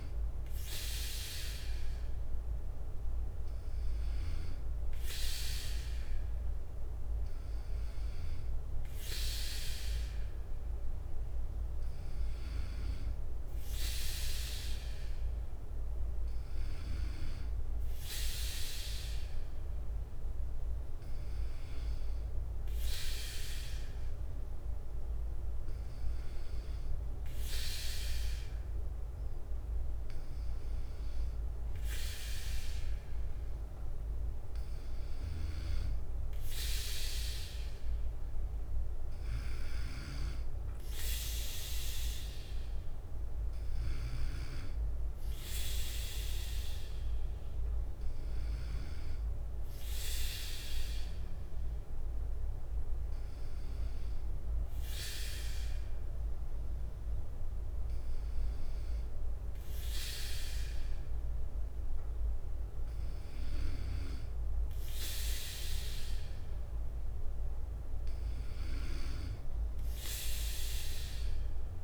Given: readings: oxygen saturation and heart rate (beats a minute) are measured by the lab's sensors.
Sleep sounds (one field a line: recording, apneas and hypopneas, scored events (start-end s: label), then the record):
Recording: breathing in sleep by a room microphone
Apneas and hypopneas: none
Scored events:
0.00-1.00 s: bradycardia (device-marked, heart rate 58 extreme)
2.00-4.00 s: bradycardia (device-marked, heart rate 61 before, 59 extreme)
12.00-15.00 s: bradycardia (device-marked, heart rate 61 before, 60 extreme)
16.00-36.00 s: bradycardia (device-marked, heart rate 61 before, 57 extreme)
44.00-51.00 s: bradycardia (device-marked, heart rate 61 before, 57 extreme)
53.00-66.00 s: bradycardia (device-marked, heart rate 61 before, 57 extreme)
From the record:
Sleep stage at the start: N2 (light sleep)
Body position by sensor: on the right side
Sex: male